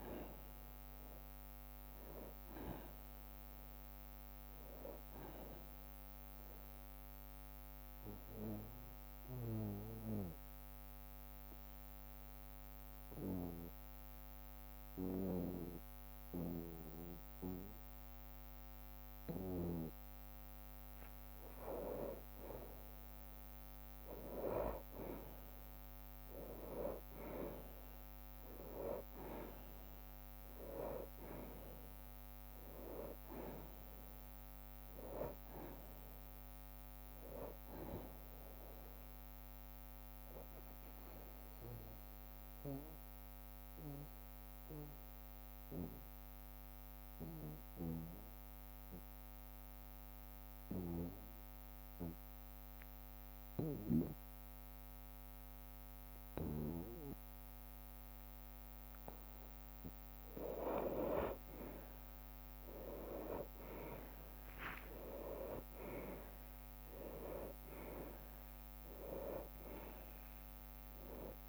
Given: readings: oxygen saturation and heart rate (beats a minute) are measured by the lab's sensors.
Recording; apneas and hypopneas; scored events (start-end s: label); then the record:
breathing in sleep by a microphone on the trachea; 2
0.00-2.00 s: drop in pulse transit time (device-marked, heart rate 57 extreme)
0.00-5.00 s: bradycardia (device-marked, heart rate 58 extreme)
0.00-14.00 s: oxygen desaturation (device-marked, oxygen 90% lowest, heart rate 52 extreme)
6.00-20.00 s: obstructive apnea (oxygen 97% before, 90% lowest, heart rate 61 before, 52 extreme, up 0 after)
12.00-27.00 s: bradycardia (device-marked, heart rate 75 before, 52 extreme)
22.50-27.00 s: arousal
27.00-40.00 s: drop in pulse transit time (device-marked, heart rate 59 before, 56 extreme)
30.00-51.00 s: oxygen desaturation (device-marked, oxygen 97% before, 92% lowest, heart rate 58 before, 53 extreme)
33.00-35.00 s: long interval between heartbeats (device-marked, heart rate 59 before, 68 extreme)
38.50-59.00 s: obstructive apnea (oxygen 97% before, 89% lowest, heart rate 61 before, 53 extreme, up 33 after)
42.00-60.00 s: bradycardia (device-marked, heart rate 74 before, 53 extreme)
61.00-71.49 s: drop in pulse transit time (device-marked, heart rate 58 before, 54 extreme)
62.00-71.49 s: oxygen desaturation (device-marked, oxygen 97% before, 89% lowest, heart rate 58 before, 47 extreme)
63.00-65.00 s: long interval between heartbeats (device-marked, heart rate 57 before, 65 extreme)
64.00-69.50 s: arousal
67.00-71.49 s: tachycardia (device-marked, heart rate 73 before, 140 extreme)
From the record:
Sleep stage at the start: N2 (light sleep); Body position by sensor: on the back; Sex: male